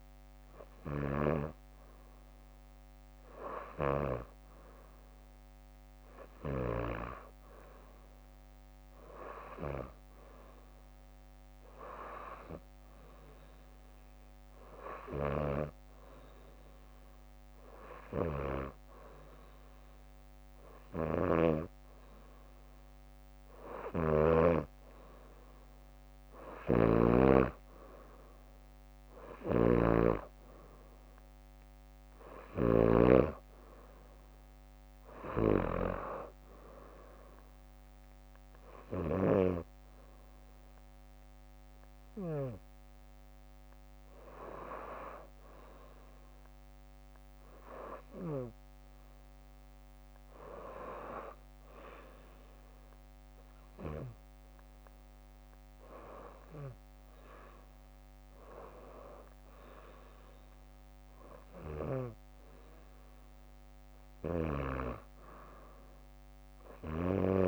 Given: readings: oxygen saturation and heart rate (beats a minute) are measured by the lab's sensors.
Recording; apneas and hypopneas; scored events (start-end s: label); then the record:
breathing in sleep by a microphone on the trachea; 1
0.50-7.00 s: snoring (device-marked)
15.00-24.50 s: snoring (device-marked)
22.50-27.00 s: arousal
23.50-31.00 s: leg movement (device-marked)
26.50-33.00 s: snoring (device-marked)
29.00-41.00 s: drop in pulse transit time (device-marked, heart rate 64 before, 62 extreme)
32.00-37.50 s: leg movement (device-marked)
38.50-41.00 s: leg movement (device-marked)
39.00-49.50 s: hypopnea (oxygen 92% before, 89% lowest, heart rate 65 before, 60 extreme, up 2 after)
51.50-54.50 s: arousal
64.00-67.48 s: snoring (device-marked)
From the record:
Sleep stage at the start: N2 (light sleep); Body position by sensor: on the back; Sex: female